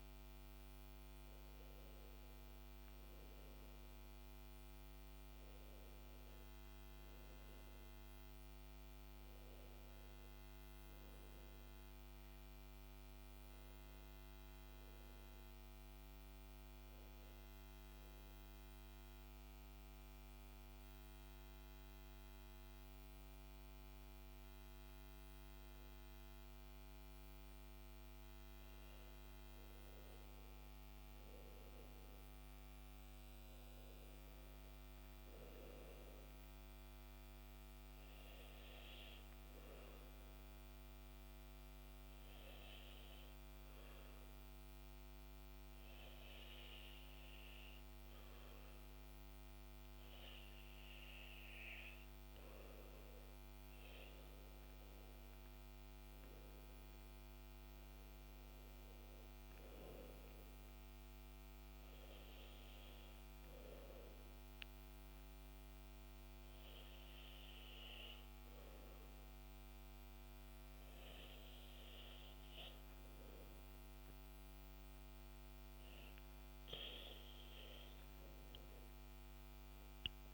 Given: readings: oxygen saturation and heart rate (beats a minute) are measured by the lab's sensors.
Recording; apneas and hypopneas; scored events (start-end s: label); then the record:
breathing in sleep, hard to hear, by a microphone on the trachea; 2
18.50-29.50 s: hypopnea (oxygen 97% before, 95% lowest, heart rate 78 before, 68 extreme, up 6 after)
31.50-35.00 s: arousal
39.50-52.00 s: hypopnea (oxygen 97% before, 95% lowest, heart rate 70 before, 69 extreme, up 4 after)
55.00-58.50 s: arousal
From the record:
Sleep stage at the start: N2 (light sleep); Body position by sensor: on the back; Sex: male